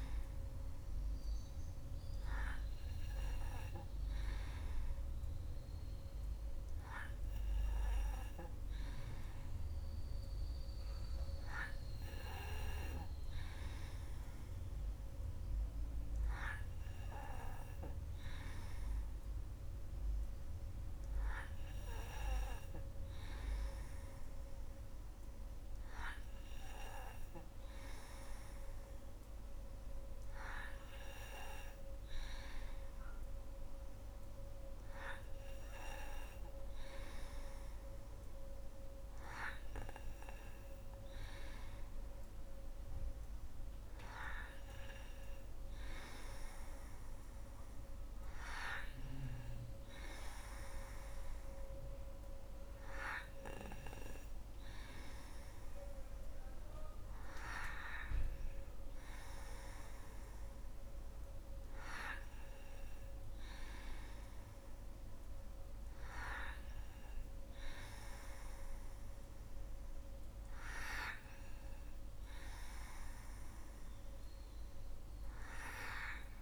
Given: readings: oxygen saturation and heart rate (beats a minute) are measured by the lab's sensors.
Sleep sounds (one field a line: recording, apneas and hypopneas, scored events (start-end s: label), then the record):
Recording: breathing in sleep by a room microphone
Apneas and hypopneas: none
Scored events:
none scored
From the record:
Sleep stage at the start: N3 (deep sleep)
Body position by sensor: on the back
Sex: female